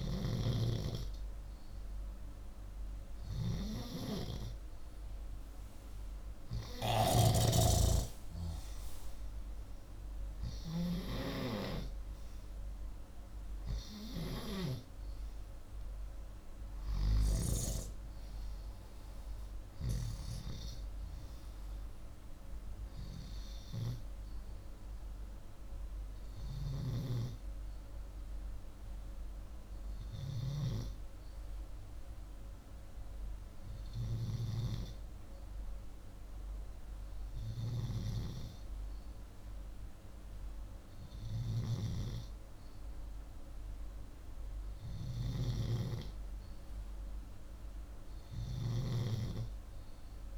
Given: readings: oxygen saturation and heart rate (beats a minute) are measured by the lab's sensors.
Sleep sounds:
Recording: breathing in sleep by a room microphone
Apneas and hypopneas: none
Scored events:
none scored
From the record:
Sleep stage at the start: N2 (light sleep)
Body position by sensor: upright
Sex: male

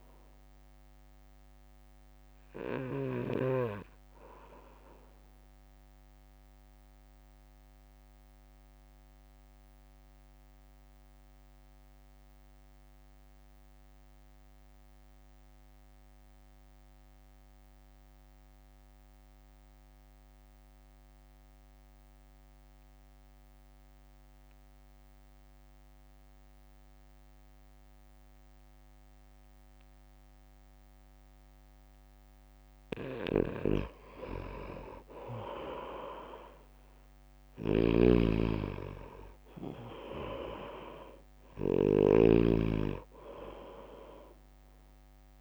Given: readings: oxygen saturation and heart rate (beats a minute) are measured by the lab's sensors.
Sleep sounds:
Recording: breathing in sleep by a microphone on the trachea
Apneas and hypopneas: 1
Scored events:
0.00-3.00 s: snoring (device-marked)
0.00-6.00 s: drop in pulse transit time (device-marked, heart rate 50 extreme)
5.00-32.00 s: mixed apnea (oxygen 99% before, 90% lowest, heart rate 55 before, 50 extreme, up 1 after)
16.00-22.00 s: oxygen desaturation (device-marked, oxygen 93% before, 90% lowest, heart rate 53 before, 52 extreme)
33.00-45.41 s: snoring (device-marked)
36.00-39.50 s: arousal
39.00-45.41 s: drop in pulse transit time (device-marked, heart rate 60 before, 52 extreme)
From the record:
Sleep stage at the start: N2 (light sleep)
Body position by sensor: on the right side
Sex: male

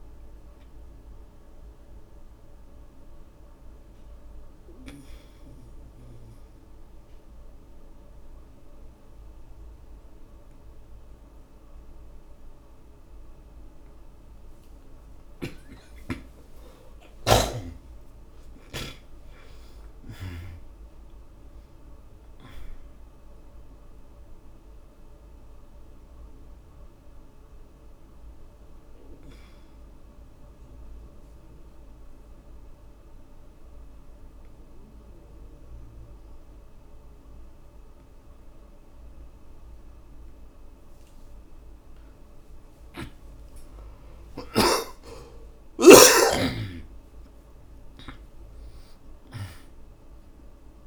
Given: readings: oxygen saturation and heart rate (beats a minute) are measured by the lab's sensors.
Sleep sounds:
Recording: breathing in sleep by a room microphone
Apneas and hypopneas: 2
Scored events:
3.00-14.00 s: obstructive apnea (oxygen 93% before, 72% lowest, heart rate 64 before, 27 extreme, up 24 after)
8.50-22.50 s: oxygen desaturation (device-marked, oxygen 92% before, 83% lowest, heart rate 66 before, 27 extreme)
15.50-19.00 s: snoring (device-marked)
16.00-20.50 s: arousal
24.50-37.50 s: oxygen desaturation (device-marked, oxygen 93% before, 72% lowest, heart rate 59 before, 28 extreme)
24.50-39.50 s: obstructive apnea (oxygen 93% before, 70% lowest, heart rate 59 before, 28 extreme, up 25 after)
31.00-35.50 s: snoring (device-marked)
42.50-48.50 s: arousal
From the record:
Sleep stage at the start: N2 (light sleep)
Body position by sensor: on the back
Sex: male

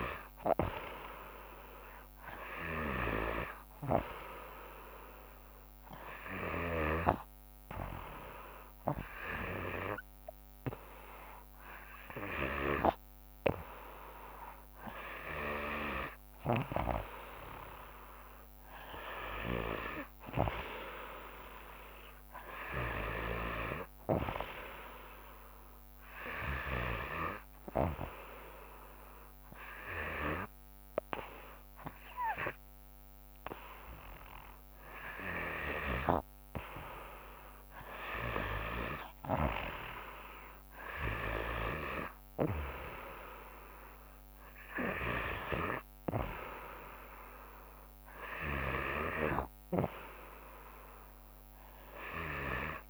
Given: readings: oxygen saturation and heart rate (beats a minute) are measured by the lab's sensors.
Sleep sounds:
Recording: breathing in sleep by a microphone on the trachea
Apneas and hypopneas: 2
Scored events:
0.00-2.00 s: arousal
0.00-17.00 s: snoring (device-marked)
5.00-17.00 s: hypopnea (oxygen 95% before, 92% lowest, heart rate 74 before, 62 extreme, up 1 after)
19.50-22.50 s: arousal
23.00-27.00 s: snoring (device-marked)
24.00-37.00 s: oxygen desaturation (device-marked, oxygen 95% before, 92% lowest, heart rate 69 before, 73 extreme)
25.00-37.00 s: hypopnea (oxygen 95% before, 92% lowest, heart rate 69 before, 73 extreme, up 11 after)
41.00-44.50 s: arousal
41.00-49.00 s: snoring (device-marked)
From the record:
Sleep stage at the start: N2 (light sleep)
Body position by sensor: on the back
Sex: female

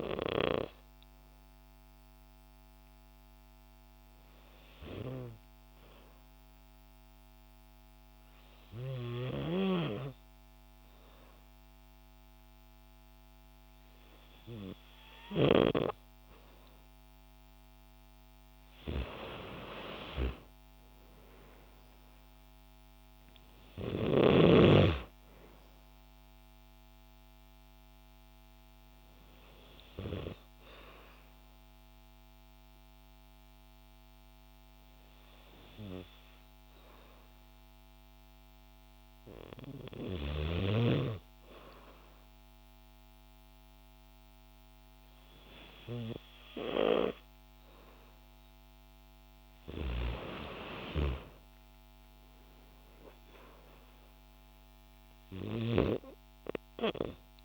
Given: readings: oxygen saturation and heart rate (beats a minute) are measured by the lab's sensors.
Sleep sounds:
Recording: breathing in sleep by a microphone on the trachea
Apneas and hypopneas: 2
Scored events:
0.00-13.00 s: oxygen desaturation (device-marked, oxygen 91% lowest, heart rate 53 extreme)
0.50-17.50 s: hypopnea (oxygen 96% before, 91% lowest, heart rate 60 before, 53 extreme, up 12 after)
19.00-22.00 s: arousal
31.00-47.50 s: hypopnea (oxygen 97% before, 93% lowest, heart rate 61 before, 53 extreme, up 30 after)
50.00-54.00 s: arousal
From the record:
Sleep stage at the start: N2 (light sleep)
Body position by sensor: on the back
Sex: female

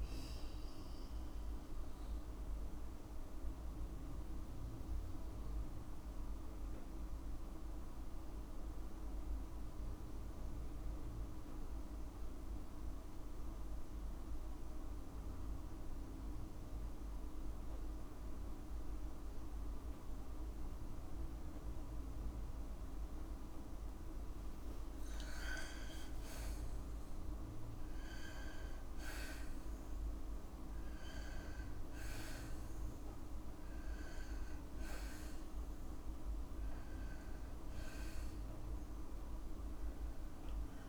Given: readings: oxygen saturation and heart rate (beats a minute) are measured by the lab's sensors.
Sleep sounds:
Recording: breathing in sleep, hard to hear, by a room microphone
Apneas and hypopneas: 1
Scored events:
3.00-22.50 s: obstructive apnea (oxygen 98% before, 91% lowest, heart rate 65 before, 53 extreme, up 34 after)
11.00-24.00 s: oxygen desaturation (device-marked, oxygen 97% before, 91% lowest, heart rate 56 before, 56 extreme)
18.00-20.00 s: long interval between heartbeats (device-marked, heart rate 55 before, 73 extreme)
24.50-26.50 s: long interval between heartbeats (device-marked, heart rate 62 before, 75 extreme)
25.00-28.50 s: arousal
29.50-31.50 s: long interval between heartbeats (device-marked, heart rate 68 before, 79 extreme)
32.50-34.50 s: long interval between heartbeats (device-marked, heart rate 72 before, 77 extreme)
36.00-38.00 s: long interval between heartbeats (device-marked, heart rate 77 before, 79 extreme)
39.00-40.89 s: long interval between heartbeats (device-marked, heart rate 79 before, 77 extreme)
From the record:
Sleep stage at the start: N2 (light sleep)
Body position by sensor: on the left side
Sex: female

